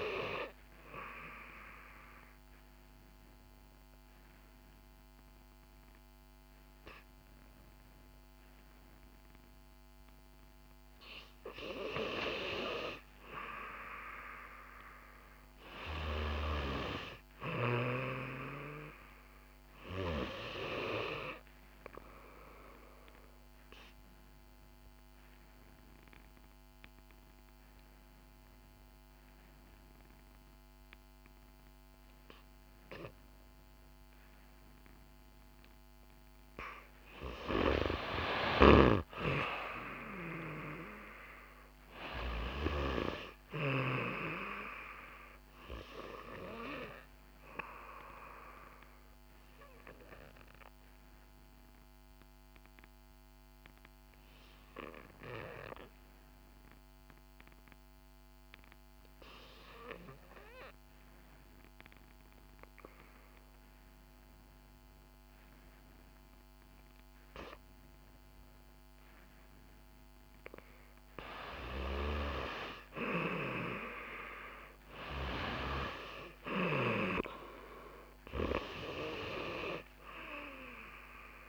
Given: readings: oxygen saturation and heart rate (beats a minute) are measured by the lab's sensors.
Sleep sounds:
breathing in sleep by a microphone on the trachea; 3
2.00-12.00 s: obstructive apnea (oxygen 94% before, 88% lowest, heart rate 63 before, 57 extreme, up 2 after)
17.50-20.00 s: arousal
23.50-37.00 s: obstructive apnea (oxygen 94% before, 88% lowest, heart rate 64 before, 57 extreme, up 9 after)
31.50-43.50 s: oxygen desaturation (device-marked, oxygen 93% before, 89% lowest, heart rate 64 before, 60 extreme)
42.50-46.50 s: arousal
48.50-69.50 s: obstructive apnea (oxygen 93% before, 88% lowest, heart rate 62 before, 55 extreme, up 5 after)
52.50-67.50 s: oxygen desaturation (device-marked, oxygen 93% before, 88% lowest, heart rate 62 before, 55 extreme)
72.50-75.50 s: arousal
76.50-81.49 s: oxygen desaturation (device-marked, oxygen 96% before, 88% lowest, heart rate 63 before, 55 extreme)
From the record:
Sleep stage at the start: N2 (light sleep); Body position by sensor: on the back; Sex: female

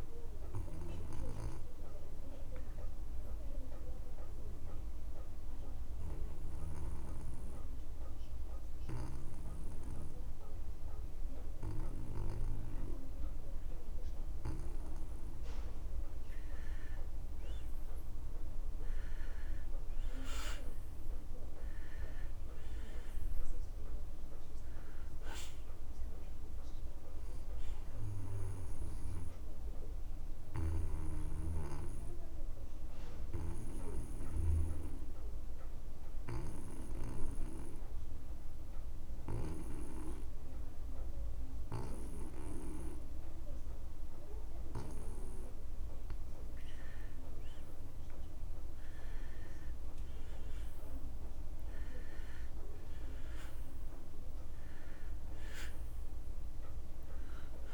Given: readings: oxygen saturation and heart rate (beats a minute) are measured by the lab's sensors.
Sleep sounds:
breathing in sleep by a room microphone; 2
0.00-7.50 s: oxygen desaturation (device-marked, oxygen 83% lowest)
5.00-17.00 s: obstructive apnea (oxygen 91% before, 89% lowest)
19.00-22.00 s: arousal
24.50-44.50 s: oxygen desaturation (device-marked, oxygen 98% before, 89% lowest)
31.00-45.50 s: obstructive apnea (oxygen 98% before, 82% lowest)
48.00-51.50 s: arousal
From the record:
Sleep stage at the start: N2 (light sleep); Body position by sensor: on the back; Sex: male

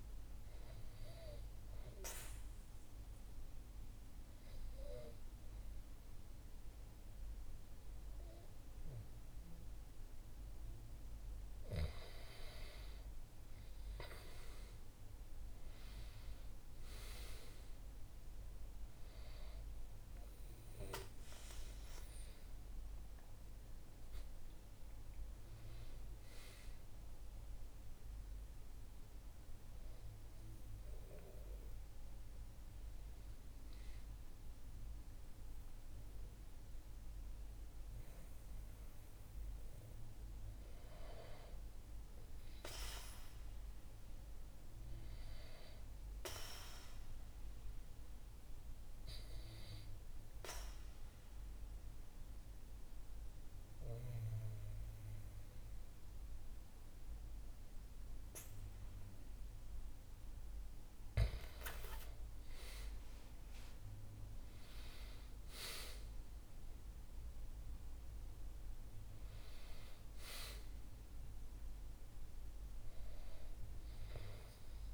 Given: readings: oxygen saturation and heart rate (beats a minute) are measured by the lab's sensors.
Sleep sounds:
breathing in sleep by a room microphone; 2
1.50-11.50 s: obstructive apnea (oxygen 97% before, 93% lowest, heart rate 65 before, 64 extreme, up 7 after)
13.00-17.50 s: arousal
47.50-59.00 s: obstructive apnea (oxygen 97% before, 93% lowest, heart rate 70 before, 62 extreme, up 8 after)
60.50-64.50 s: arousal
From the record:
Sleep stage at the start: N2 (light sleep); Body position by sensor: on the back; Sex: male

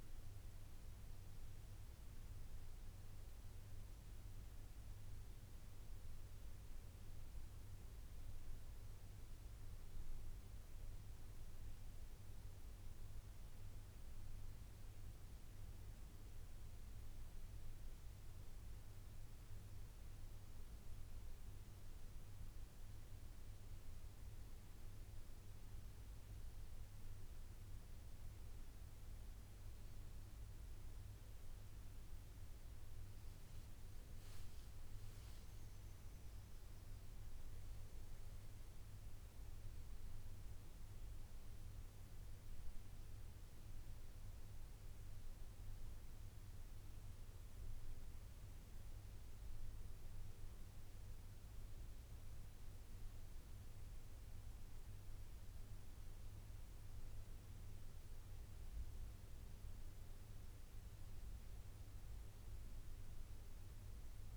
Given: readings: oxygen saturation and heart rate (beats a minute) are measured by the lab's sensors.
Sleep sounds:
a person awake in a sleep study, hard to hear, by a room microphone; none
none scored
From the record:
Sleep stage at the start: awake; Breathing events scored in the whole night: 244 in 4.7 hours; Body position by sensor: on the back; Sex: male

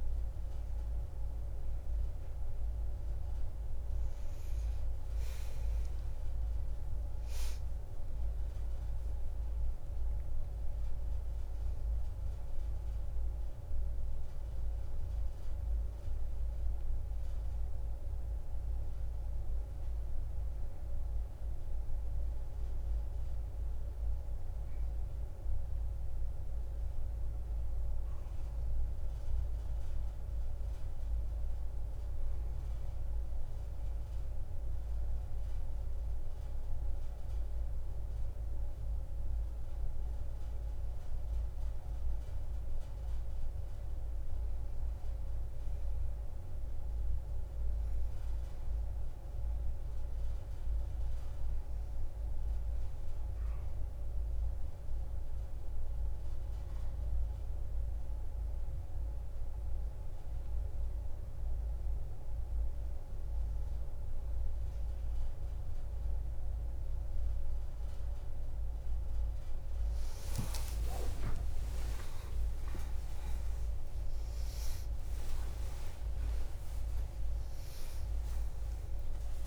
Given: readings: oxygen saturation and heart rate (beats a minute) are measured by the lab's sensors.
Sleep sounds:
breathing in sleep, hard to hear, by a room microphone; none
0.00-10.00 s: oxygen desaturation (device-marked, oxygen 90% lowest)
8.00-68.00 s: new sleep stage, N1 (lightest sleep)
30.00-33.00 s: tachycardia (device-marked)
50.00-61.00 s: oxygen desaturation (device-marked, oxygen 96% before, 91% lowest)
65.00-67.00 s: tachycardia (device-marked)
68.00-79.47 s: new sleep stage, awake
From the record:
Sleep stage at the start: N2 (light sleep); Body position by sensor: on the back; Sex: female

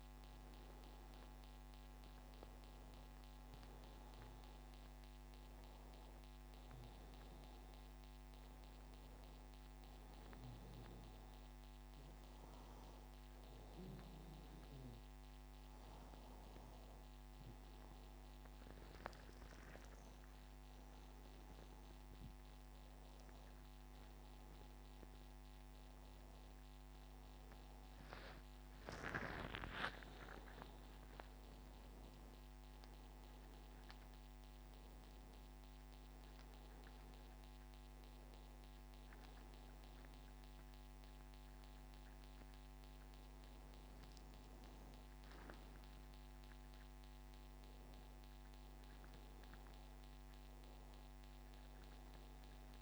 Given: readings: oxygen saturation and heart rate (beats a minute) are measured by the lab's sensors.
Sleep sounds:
a person awake in a sleep study, hard to hear, by a microphone on the trachea; 1
6.50-17.50 s: hypopnea (oxygen 95% before, 92% lowest, heart rate 99 before, 94 extreme, up 5 after)
21.00-52.82 s: new sleep stage, awake
From the record:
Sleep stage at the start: N1 (lightest sleep); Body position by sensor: on the back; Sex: male

